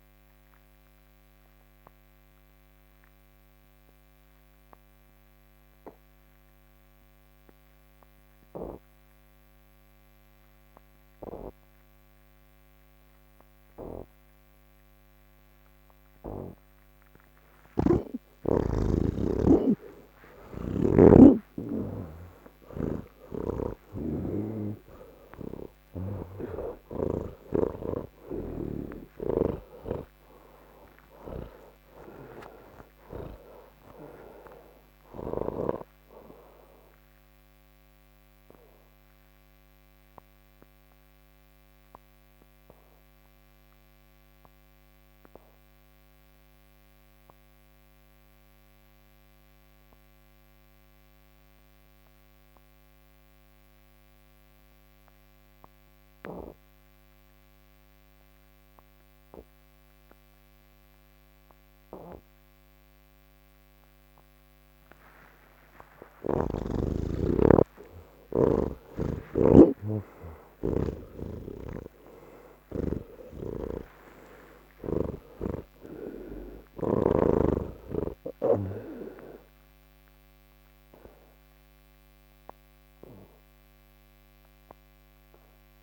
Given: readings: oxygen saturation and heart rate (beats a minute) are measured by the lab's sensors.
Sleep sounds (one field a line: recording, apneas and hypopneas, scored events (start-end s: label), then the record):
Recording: breathing in sleep by a microphone on the trachea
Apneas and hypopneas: none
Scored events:
0.00-6.50 s: oxygen desaturation (device-marked, oxygen 83% lowest, heart rate 61 extreme)
15.50-24.50 s: oxygen desaturation (device-marked, oxygen 98% before, 91% lowest, heart rate 72 before, 71 extreme)
17.00-27.00 s: snoring (device-marked)
30.50-49.50 s: oxygen desaturation (device-marked, oxygen 92% before, 81% lowest, heart rate 87 before, 71 extreme)
55.50-85.83 s: oxygen desaturation (device-marked, oxygen 99% before, 81% lowest, heart rate 75 before, 70 extreme)
71.00-77.00 s: snoring (device-marked)
From the record:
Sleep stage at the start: N2 (light sleep)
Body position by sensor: on the back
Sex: male